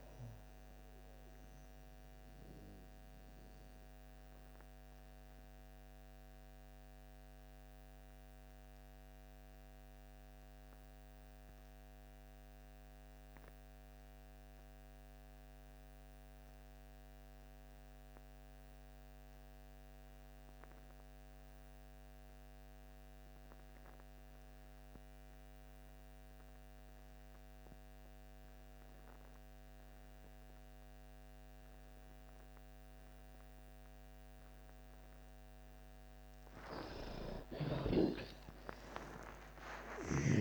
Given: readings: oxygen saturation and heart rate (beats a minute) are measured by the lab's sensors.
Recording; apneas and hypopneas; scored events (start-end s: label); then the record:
breathing in sleep by a microphone on the trachea; 1
0.00-15.00 s: oxygen desaturation (device-marked, oxygen 81% lowest)
1.50-34.50 s: obstructive apnea (oxygen 99% before, 76% lowest)
28.00-40.41 s: oxygen desaturation (device-marked, oxygen 98% before, 76% lowest)
36.50-40.41 s: arousal
From the record:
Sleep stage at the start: N2 (light sleep); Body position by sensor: on the back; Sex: female